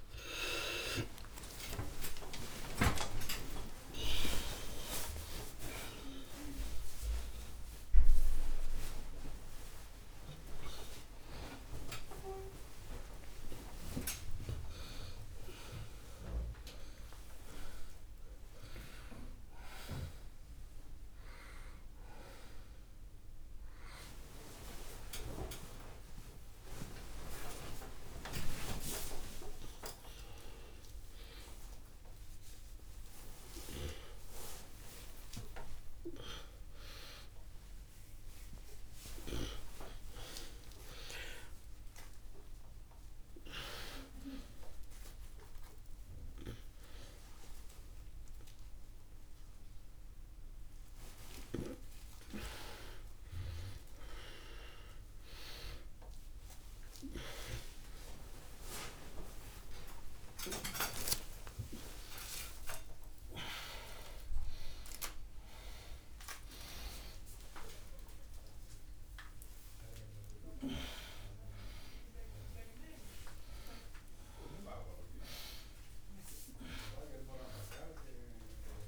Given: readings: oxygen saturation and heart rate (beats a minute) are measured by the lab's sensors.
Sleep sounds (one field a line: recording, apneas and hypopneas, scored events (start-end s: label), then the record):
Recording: a person awake in a sleep study, by a room microphone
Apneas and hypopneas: none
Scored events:
0.00-3.00 s: oxygen desaturation (device-marked, oxygen 69% lowest, heart rate 44 extreme)
2.00-4.00 s: long interval between heartbeats (device-marked, heart rate 72 before, 148 extreme)
4.50-6.50 s: long interval between heartbeats (device-marked, heart rate 82 before, 168 extreme)
13.50-15.50 s: long interval between heartbeats (device-marked, heart rate 110 before, 91 extreme)
17.00-19.00 s: long interval between heartbeats (device-marked, heart rate 113 before, 104 extreme)
24.00-26.00 s: long interval between heartbeats (device-marked, heart rate 108 before, 92 extreme)
27.50-29.50 s: long interval between heartbeats (device-marked, heart rate 98 before, 114 extreme)
30.00-32.00 s: long interval between heartbeats (device-marked, heart rate 101 before, 164 extreme)
33.50-35.50 s: long interval between heartbeats (device-marked, heart rate 114 before, 209 extreme)
33.50-39.50 s: snoring (device-marked)
35.50-37.50 s: long interval between heartbeats (device-marked, heart rate 126 before, 203 extreme)
37.50-39.50 s: long interval between heartbeats (device-marked, heart rate 137 before, 194 extreme)
44.00-46.00 s: long interval between heartbeats (device-marked, heart rate 170 before, 177 extreme)
47.00-49.00 s: long interval between heartbeats (device-marked, heart rate 182 before, 188 extreme)
49.50-51.50 s: long interval between heartbeats (device-marked, heart rate 188 before, 179 extreme)
52.00-54.00 s: long interval between heartbeats (device-marked, heart rate 191 before, 168 extreme)
54.00-56.00 s: long interval between heartbeats (device-marked, heart rate 188 before, 161 extreme)
55.00-73.00 s: oxygen desaturation (device-marked, oxygen 97% before, 94% lowest, heart rate 185 before, 106 extreme)
57.50-59.50 s: long interval between heartbeats (device-marked, heart rate 182 before, 184 extreme)
62.00-64.00 s: long interval between heartbeats (device-marked, heart rate 174 before, 118 extreme)
64.00-66.00 s: long interval between heartbeats (device-marked, heart rate 168 before, 130 extreme)
66.00-68.00 s: long interval between heartbeats (device-marked, heart rate 164 before, 145 extreme)
68.00-70.00 s: long interval between heartbeats (device-marked, heart rate 160 before, 139 extreme)
70.50-72.50 s: long interval between heartbeats (device-marked, heart rate 156 before, 125 extreme)
73.00-75.00 s: long interval between heartbeats (device-marked, heart rate 149 before, 115 extreme)
77.00-78.87 s: long interval between heartbeats (device-marked, heart rate 139 before, 123 extreme)
From the record:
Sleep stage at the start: awake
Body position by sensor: on the right side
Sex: male